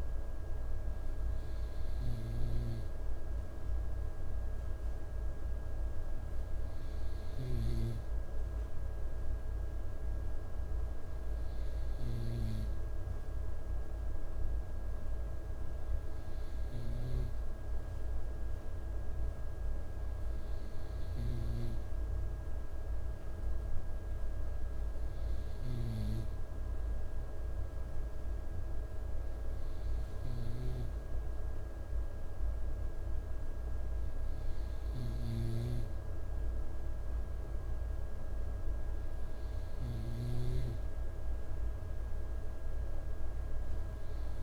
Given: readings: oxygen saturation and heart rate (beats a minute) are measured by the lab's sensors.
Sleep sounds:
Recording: breathing in sleep, hard to hear, by a room microphone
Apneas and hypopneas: none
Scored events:
none scored
From the record:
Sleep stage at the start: N2 (light sleep)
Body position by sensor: on the right side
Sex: male

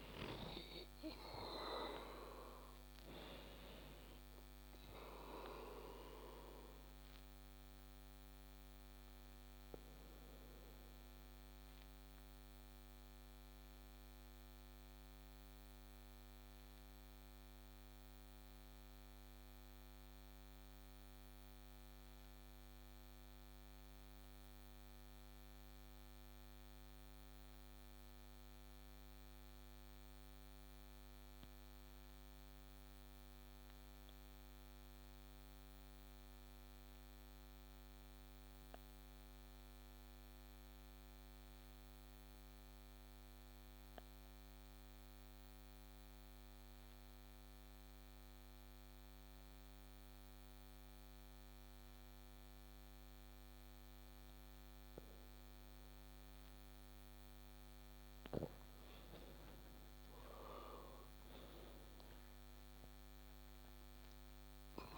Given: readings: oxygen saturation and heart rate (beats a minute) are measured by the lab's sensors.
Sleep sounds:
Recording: breathing in sleep by a microphone on the trachea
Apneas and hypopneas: 1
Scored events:
0.00-1.50 s: arousal
7.00-55.50 s: obstructive apnea (oxygen 97% before, 91% lowest)
53.00-64.97 s: oxygen desaturation (device-marked, oxygen 98% before, 91% lowest)
59.00-64.50 s: arousal
From the record:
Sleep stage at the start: N2 (light sleep)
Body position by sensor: on the back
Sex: male

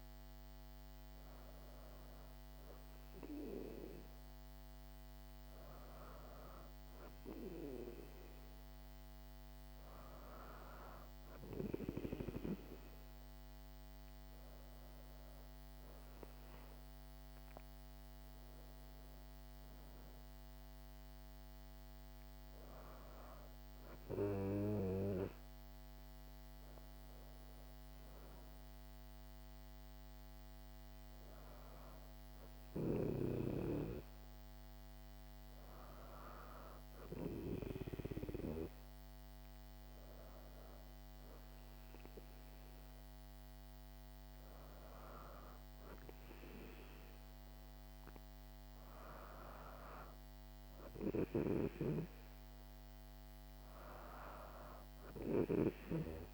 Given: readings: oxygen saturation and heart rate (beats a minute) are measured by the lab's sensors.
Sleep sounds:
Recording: breathing in sleep by a microphone on the trachea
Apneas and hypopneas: none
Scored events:
none scored
From the record:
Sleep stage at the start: N2 (light sleep)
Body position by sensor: on the back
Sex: female

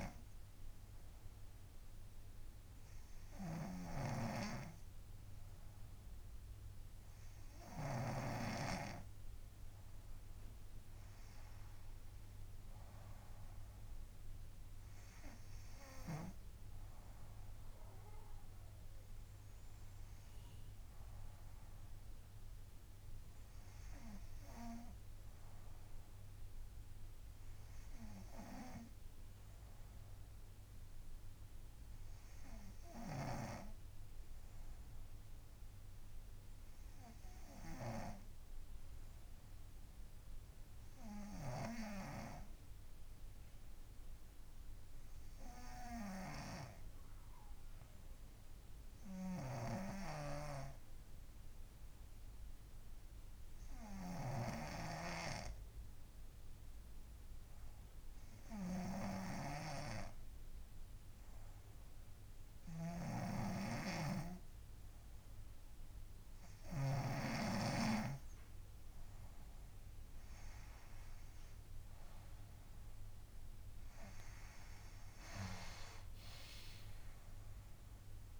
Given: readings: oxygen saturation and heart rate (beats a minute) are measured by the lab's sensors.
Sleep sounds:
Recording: breathing in sleep by a room microphone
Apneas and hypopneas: 1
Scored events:
0.00-4.00 s: arousal
0.00-4.50 s: snoring (device-marked)
38.50-63.50 s: hypopnea (oxygen 96% before, 93% lowest, heart rate 66 before, 64 extreme, up 5 after)
49.50-67.50 s: snoring (device-marked)
60.00-78.40 s: oxygen desaturation (device-marked, oxygen 96% before, 93% lowest, heart rate 66 before, 62 extreme)
71.50-76.00 s: arousal
From the record:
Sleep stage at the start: N2 (light sleep)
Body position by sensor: on the front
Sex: female

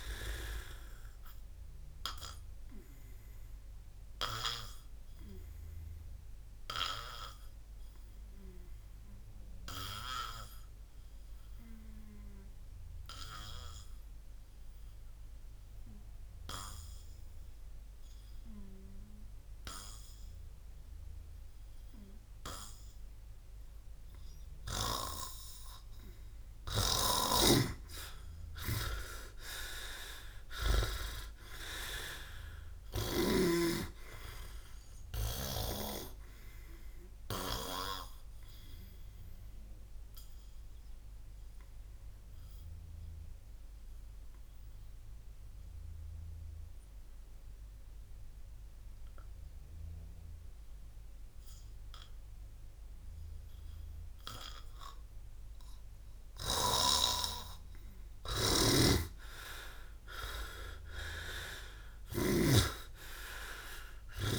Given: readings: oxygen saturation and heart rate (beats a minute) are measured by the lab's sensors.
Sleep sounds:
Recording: breathing in sleep by a room microphone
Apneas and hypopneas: 2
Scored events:
2.00-19.00 s: oxygen desaturation (device-marked, oxygen 98% before, 90% lowest)
2.00-25.50 s: obstructive apnea (oxygen 98% before, 88% lowest)
21.00-32.00 s: oxygen desaturation (device-marked, oxygen 92% before, 89% lowest)
27.00-31.00 s: snoring (device-marked)
29.50-33.50 s: arousal
37.00-57.50 s: obstructive apnea (oxygen 98% before, 87% lowest, heart rate 48 before, 25 extreme)
42.00-64.00 s: oxygen desaturation (device-marked, oxygen 98% before, 88% lowest)
58.00-62.50 s: snoring (device-marked)
61.50-64.39 s: arousal
From the record:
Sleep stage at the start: N2 (light sleep)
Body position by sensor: on the back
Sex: male

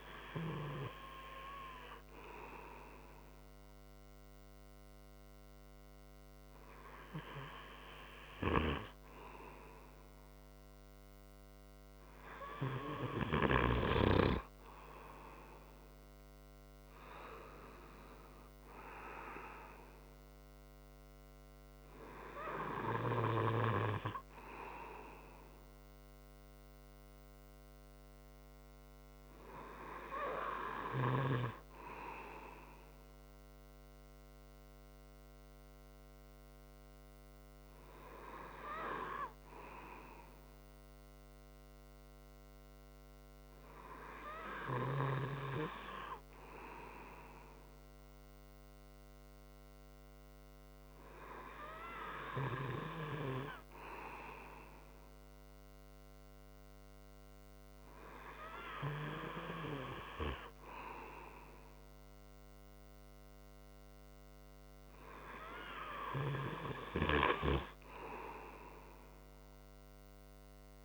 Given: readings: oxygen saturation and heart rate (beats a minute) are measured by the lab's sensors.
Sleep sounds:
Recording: breathing in sleep by a microphone on the trachea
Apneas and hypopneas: none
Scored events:
none scored
From the record:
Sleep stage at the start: N2 (light sleep)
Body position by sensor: on the front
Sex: male

